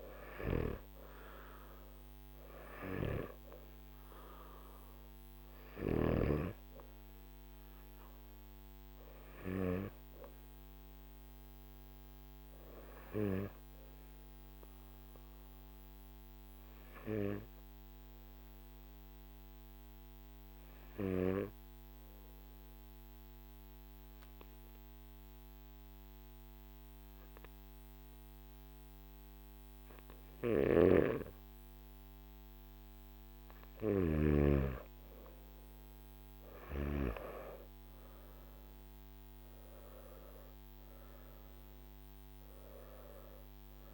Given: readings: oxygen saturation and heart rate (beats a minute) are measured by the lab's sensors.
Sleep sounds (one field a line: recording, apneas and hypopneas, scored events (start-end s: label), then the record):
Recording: breathing in sleep by a microphone on the trachea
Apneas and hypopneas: 1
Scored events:
0.00-15.50 s: oxygen desaturation (device-marked, oxygen 92% lowest, heart rate 52 extreme)
16.00-34.50 s: hypopnea (oxygen 97% before, 93% lowest, heart rate 56 before, 52 extreme, up 16 after)
From the record:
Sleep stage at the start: N1 (lightest sleep)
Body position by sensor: on the back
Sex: male